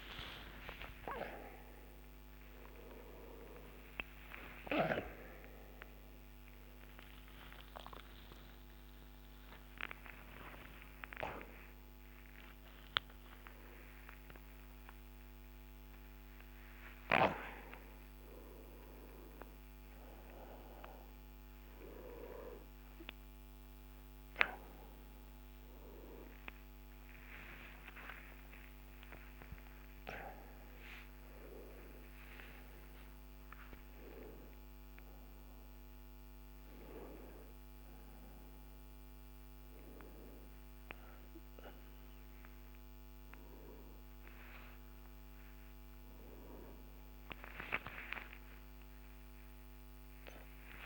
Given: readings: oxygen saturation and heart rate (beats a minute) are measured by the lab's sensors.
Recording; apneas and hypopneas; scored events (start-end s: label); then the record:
a person awake in a sleep study, by a microphone on the trachea; none
0.00-2.00 s: long interval between heartbeats (device-marked, heart rate 78 before, 131 extreme)
0.00-11.50 s: oxygen desaturation (device-marked, oxygen 92% lowest, heart rate 79 extreme)
0.00-28.50 s: tachycardia (device-marked, heart rate 189 extreme)
2.50-4.50 s: long interval between heartbeats (device-marked, heart rate 85 before, 130 extreme)
6.50-8.50 s: long interval between heartbeats (device-marked, heart rate 97 before, 123 extreme)
11.00-13.00 s: long interval between heartbeats (device-marked, heart rate 111 before, 179 extreme)
13.00-15.00 s: long interval between heartbeats (device-marked, heart rate 121 before, 185 extreme)
17.50-19.50 s: long interval between heartbeats (device-marked, heart rate 148 before, 149 extreme)
22.00-24.00 s: long interval between heartbeats (device-marked, heart rate 153 before, 110 extreme)
24.50-26.50 s: long interval between heartbeats (device-marked, heart rate 150 before, 118 extreme)
27.50-29.50 s: long interval between heartbeats (device-marked, heart rate 151 before, 136 extreme)
38.50-44.50 s: tachycardia (device-marked, heart rate 61 before, 116 extreme)
42.00-44.00 s: long interval between heartbeats (device-marked, heart rate 104 before, 109 extreme)
47.00-49.00 s: long interval between heartbeats (device-marked, heart rate 103 before, 97 extreme)
From the record:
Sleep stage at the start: awake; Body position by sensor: on the right side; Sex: male